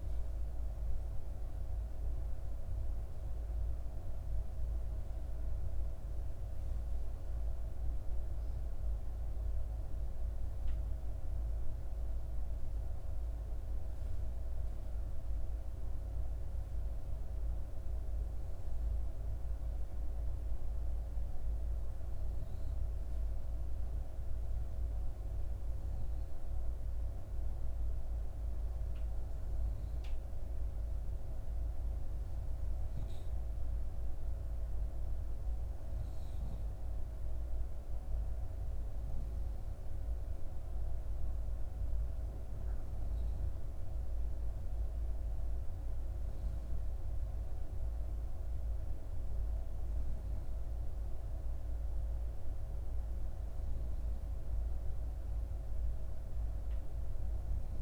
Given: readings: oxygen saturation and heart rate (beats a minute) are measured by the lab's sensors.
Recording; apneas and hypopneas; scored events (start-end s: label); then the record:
breathing in sleep, hard to hear, by a room microphone; none
none scored
From the record:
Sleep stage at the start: N2 (light sleep); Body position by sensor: on the back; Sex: female